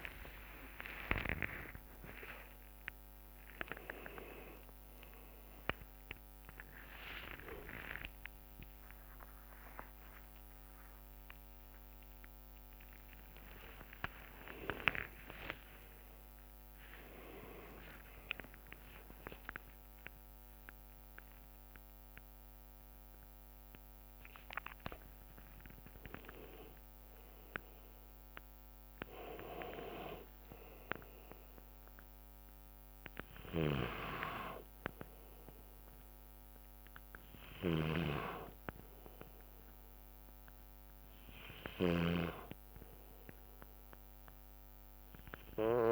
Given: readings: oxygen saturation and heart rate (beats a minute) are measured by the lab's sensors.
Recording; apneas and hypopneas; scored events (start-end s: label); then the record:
a person partly awake in a sleep study, by a microphone on the trachea; none
0.00-5.00 s: drop in pulse transit time (device-marked, heart rate 96 extreme)
0.00-7.00 s: tachycardia (device-marked, heart rate 150 extreme)
0.00-13.00 s: oxygen desaturation (device-marked, oxygen 84% lowest, heart rate 60 extreme)
2.50-4.50 s: long interval between heartbeats (device-marked, heart rate 106 before, 131 extreme)
4.50-6.50 s: long interval between heartbeats (device-marked, heart rate 114 before, 125 extreme)
7.50-9.50 s: long interval between heartbeats (device-marked, heart rate 124 before, 116 extreme)
13.00-15.00 s: long interval between heartbeats (device-marked, heart rate 127 before, 87 extreme)
14.00-21.00 s: tachycardia (device-marked, heart rate 71 before, 109 extreme)
15.00-45.91 s: new sleep stage, N1 (lightest sleep)
18.00-20.00 s: long interval between heartbeats (device-marked, heart rate 116 before, 106 extreme)
33.50-45.91 s: snoring (device-marked)
From the record:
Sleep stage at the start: awake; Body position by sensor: on the back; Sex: male